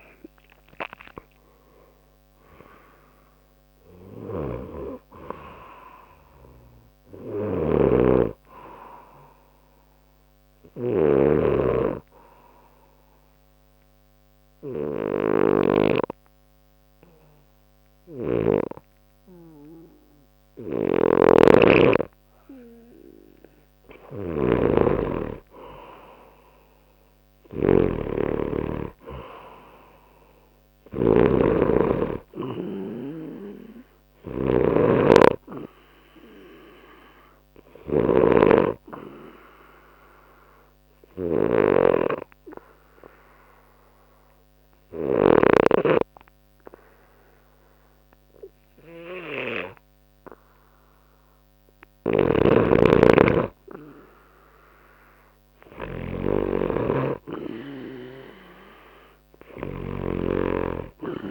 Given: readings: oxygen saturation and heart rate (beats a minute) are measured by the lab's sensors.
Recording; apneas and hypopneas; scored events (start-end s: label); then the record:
breathing in sleep by a microphone on the trachea; 2
0.00-2.00 s: arousal
7.50-16.00 s: snoring (device-marked)
12.50-24.00 s: obstructive apnea (oxygen 94% before, 88% lowest, heart rate 67 before, 60 extreme, up 3 after)
18.00-45.50 s: snoring (device-marked)
26.00-29.50 s: arousal
32.00-49.00 s: oxygen desaturation (device-marked, oxygen 96% before, 90% lowest, heart rate 62 before, 60 extreme)
37.00-52.50 s: obstructive apnea (oxygen 96% before, 88% lowest, heart rate 62 before, 60 extreme, up 0 after)
52.00-60.00 s: snoring (device-marked)
58.50-61.31 s: arousal
From the record:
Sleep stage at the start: N2 (light sleep); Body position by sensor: on the back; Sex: male